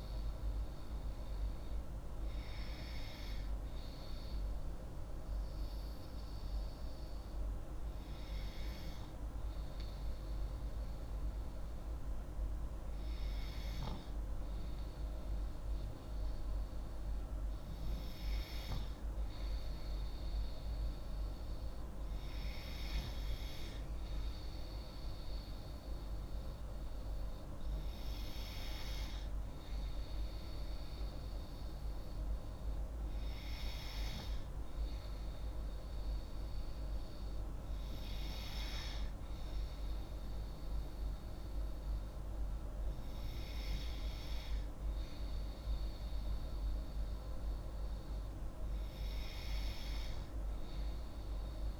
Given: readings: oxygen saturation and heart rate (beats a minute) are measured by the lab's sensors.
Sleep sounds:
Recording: breathing in sleep, hard to hear, by a room microphone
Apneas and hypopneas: 1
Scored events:
6.50-19.00 s: hypopnea (oxygen 97% before, 94% lowest)
21.00-24.50 s: arousal
From the record:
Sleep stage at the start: N2 (light sleep)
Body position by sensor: on the left side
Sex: female

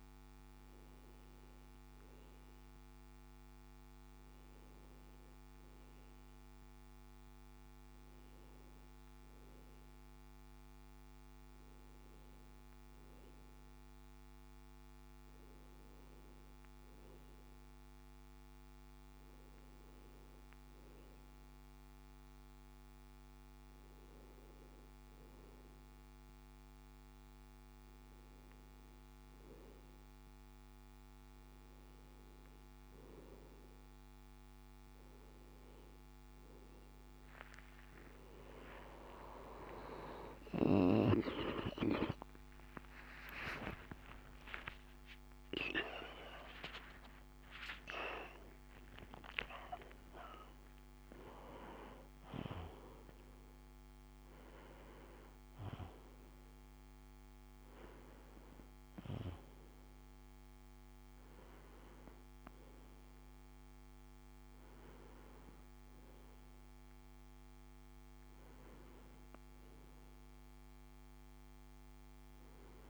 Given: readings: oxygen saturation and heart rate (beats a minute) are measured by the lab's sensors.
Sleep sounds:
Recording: breathing in sleep by a microphone on the trachea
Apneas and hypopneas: none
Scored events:
38.00-72.90 s: new sleep stage, N1 (lightest sleep)
38.50-46.00 s: arousal
From the record:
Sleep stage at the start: N2 (light sleep)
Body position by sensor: on the back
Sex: male

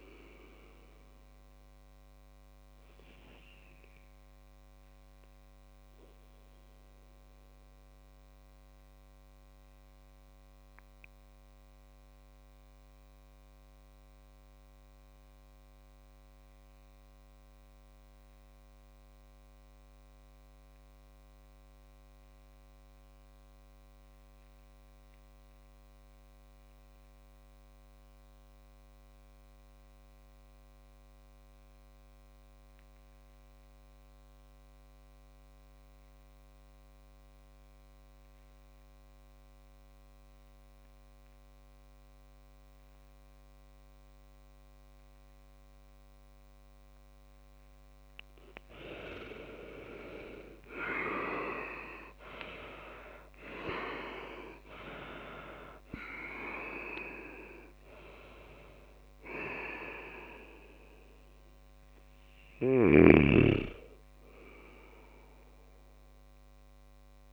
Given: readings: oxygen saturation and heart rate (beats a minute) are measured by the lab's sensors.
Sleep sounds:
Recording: breathing in sleep by a microphone on the trachea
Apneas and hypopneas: 1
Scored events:
0.00-4.00 s: oxygen desaturation (device-marked, oxygen 96% lowest)
3.50-46.00 s: obstructive apnea (oxygen 99% before, 95% lowest)
48.50-53.50 s: arousal
From the record:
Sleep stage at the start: N2 (light sleep)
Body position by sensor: on the back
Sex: male

